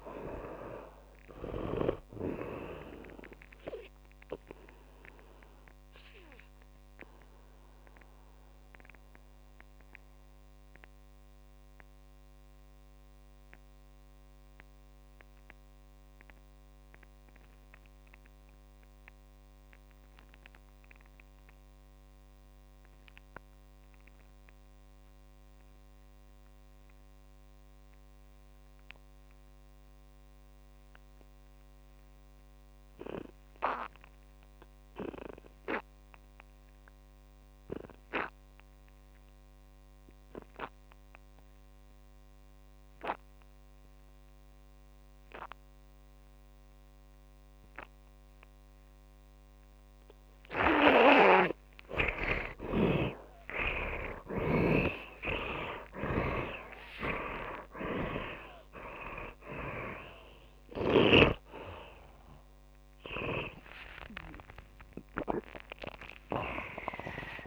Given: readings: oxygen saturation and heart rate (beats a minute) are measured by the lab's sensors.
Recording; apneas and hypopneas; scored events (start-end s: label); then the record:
breathing in sleep by a microphone on the trachea; 1
0.00-2.50 s: snoring (device-marked)
0.00-22.50 s: oxygen desaturation (device-marked, oxygen 77% lowest)
4.50-50.00 s: mixed apnea (oxygen 100% before, 72% lowest)
30.50-67.47 s: oxygen desaturation (device-marked, oxygen 100% before, 72% lowest)
51.50-55.00 s: snoring (device-marked)
51.50-67.47 s: new sleep stage, awake
From the record:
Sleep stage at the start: N2 (light sleep); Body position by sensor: on the back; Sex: male